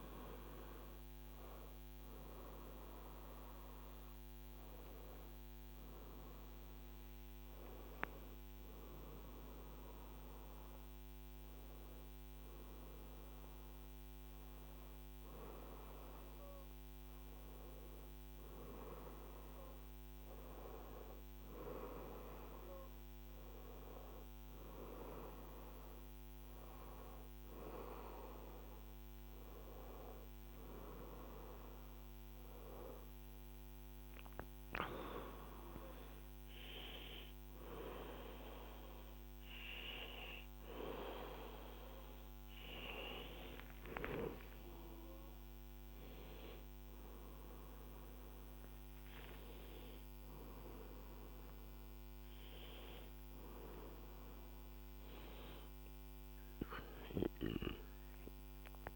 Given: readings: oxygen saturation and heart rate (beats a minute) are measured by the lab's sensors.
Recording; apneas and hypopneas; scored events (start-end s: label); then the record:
a person awake in a sleep study, by a microphone on the trachea; none
54.50-58.96 s: new sleep stage, N1 (lightest sleep)
From the record:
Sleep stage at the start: awake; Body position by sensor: on the back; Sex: female